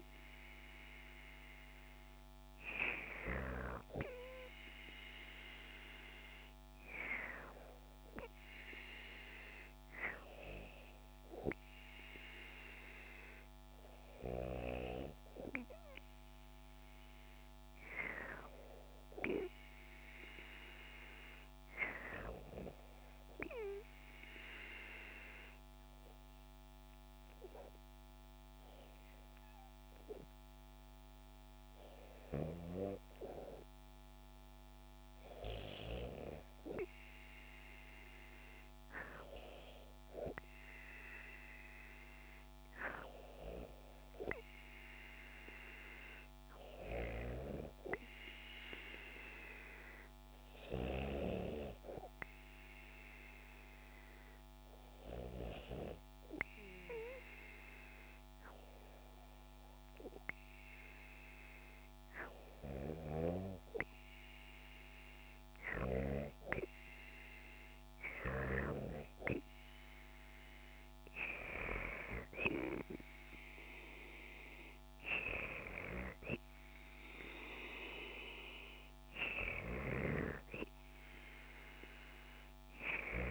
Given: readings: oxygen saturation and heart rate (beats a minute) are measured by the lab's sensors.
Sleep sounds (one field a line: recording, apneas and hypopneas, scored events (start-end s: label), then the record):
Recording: breathing in sleep by a microphone on the trachea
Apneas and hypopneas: 1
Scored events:
13.50-17.00 s: arousal
21.50-32.00 s: obstructive apnea (oxygen 96% before, 94% lowest, heart rate 75 before, 70 extreme, up 0 after)
35.50-38.50 s: arousal
From the record:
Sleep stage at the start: REM sleep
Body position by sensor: on the back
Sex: female